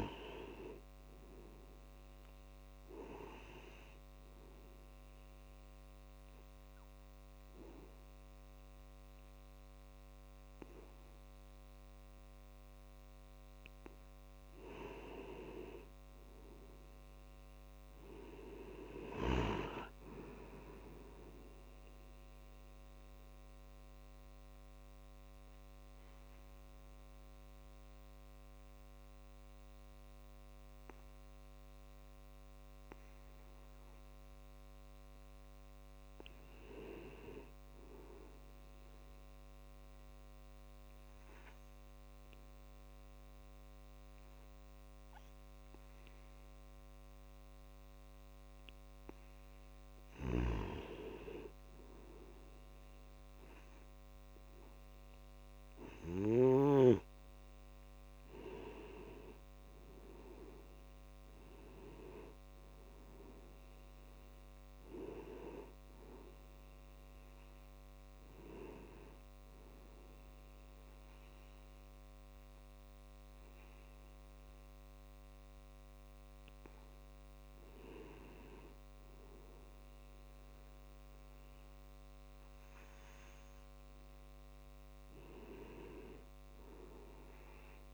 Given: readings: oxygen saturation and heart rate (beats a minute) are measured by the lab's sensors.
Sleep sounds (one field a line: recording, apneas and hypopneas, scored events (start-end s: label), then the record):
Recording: breathing in sleep by a microphone on the trachea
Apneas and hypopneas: 2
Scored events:
15.50-18.50 s: arousal
22.50-35.00 s: obstructive apnea (oxygen 96% before, 93% lowest, heart rate 57 before, 39 extreme, up 8 after)
36.00-38.50 s: arousal
40.50-50.50 s: obstructive apnea (oxygen 96% before, 93% lowest, heart rate 57 before, 39 extreme, up 0 after)
50.50-57.00 s: snoring (device-marked)
57.50-61.50 s: arousal
From the record:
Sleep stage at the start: N2 (light sleep)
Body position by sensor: on the back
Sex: male